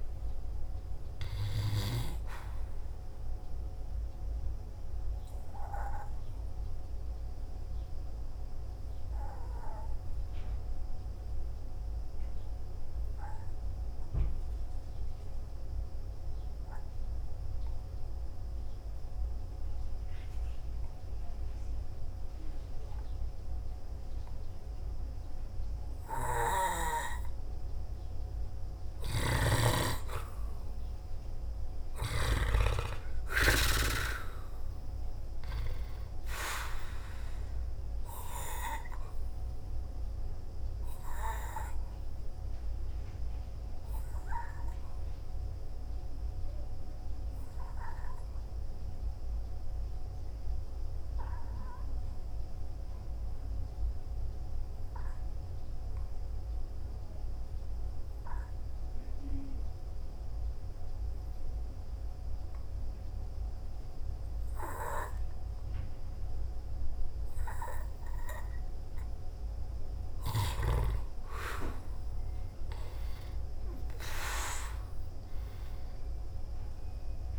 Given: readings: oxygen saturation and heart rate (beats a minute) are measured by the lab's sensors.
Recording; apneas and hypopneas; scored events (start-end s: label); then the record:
breathing in sleep by a room microphone; 2
0.00-23.00 s: oxygen desaturation (device-marked, oxygen 89% lowest, heart rate 54 extreme)
3.00-29.00 s: obstructive apnea (oxygen 98% before, 89% lowest, heart rate 59 before, 54 extreme, up 1 after)
29.50-34.00 s: snoring (device-marked)
30.50-33.50 s: arousal
35.00-48.00 s: oxygen desaturation (device-marked, oxygen 98% before, 91% lowest, heart rate 56 before, 54 extreme)
39.00-68.50 s: hypopnea (oxygen 98% before, 89% lowest, heart rate 56 before, 54 extreme, up 3 after)
50.00-71.00 s: oxygen desaturation (device-marked, oxygen 95% before, 89% lowest, heart rate 57 before, 54 extreme)
73.50-77.39 s: arousal
From the record:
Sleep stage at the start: N2 (light sleep); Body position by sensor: on the back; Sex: male